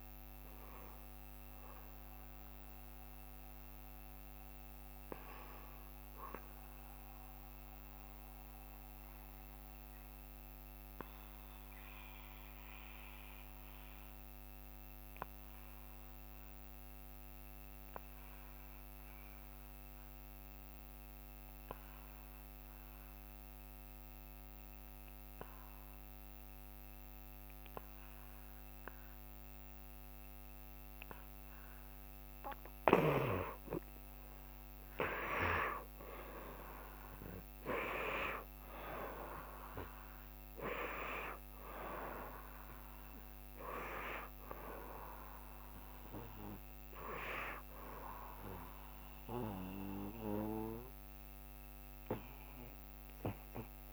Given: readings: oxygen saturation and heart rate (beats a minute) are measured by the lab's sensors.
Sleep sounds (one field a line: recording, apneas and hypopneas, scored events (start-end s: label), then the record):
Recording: breathing in sleep by a microphone on the trachea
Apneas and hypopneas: 1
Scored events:
0.00-17.50 s: oxygen desaturation (device-marked, oxygen 74% lowest, heart rate 65 extreme)
1.00-32.50 s: obstructive apnea (oxygen 91% before, 74% lowest, heart rate 71 before, 65 extreme, up 4 after)
26.50-53.93 s: oxygen desaturation (device-marked, oxygen 96% before, 78% lowest, heart rate 66 before, 66 extreme)
35.00-39.50 s: arousal
From the record:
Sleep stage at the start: N2 (light sleep)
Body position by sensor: on the back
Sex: male